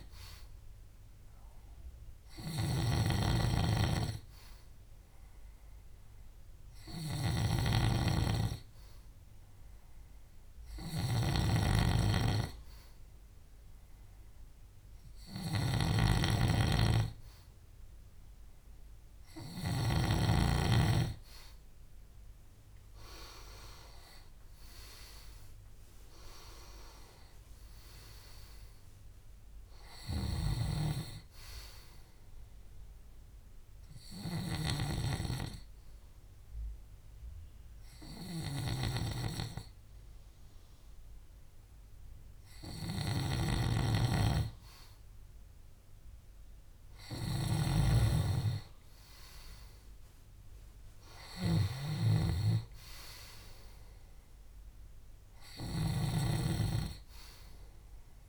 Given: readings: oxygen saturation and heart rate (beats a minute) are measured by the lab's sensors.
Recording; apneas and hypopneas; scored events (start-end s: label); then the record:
breathing in sleep by a room microphone; 2
0.00-20.00 s: snoring (device-marked)
7.00-20.00 s: hypopnea (oxygen 96% before, 93% lowest, heart rate 67 before, 64 extreme, up 7 after)
22.50-26.50 s: arousal
30.00-56.00 s: snoring (device-marked)
36.00-47.50 s: hypopnea (oxygen 94% before, 93% lowest, heart rate 70 before, 64 extreme, up 7 after)
50.50-55.00 s: arousal
From the record:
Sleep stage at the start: N2 (light sleep); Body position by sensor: on the back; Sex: male